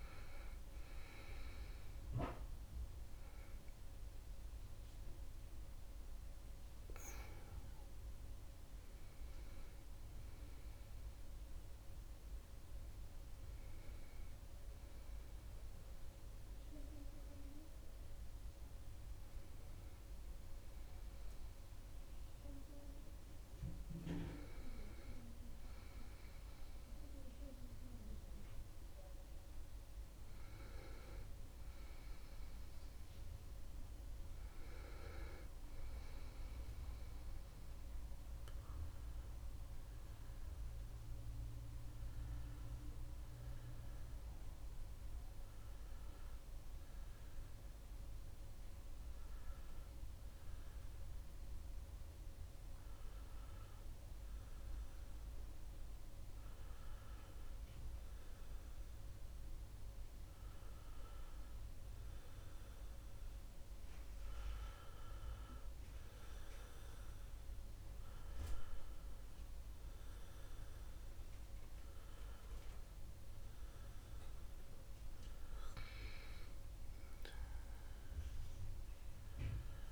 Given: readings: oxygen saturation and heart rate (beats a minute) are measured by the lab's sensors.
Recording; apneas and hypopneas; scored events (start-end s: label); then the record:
breathing in sleep by a room microphone; 1
33.00-36.50 s: arousal
41.00-75.00 s: obstructive apnea (oxygen 97% before, 92% lowest, heart rate 70 before, 70 extreme, up 2 after)
77.00-79.92 s: arousal
From the record:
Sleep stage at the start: N2 (light sleep); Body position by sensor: on the back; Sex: male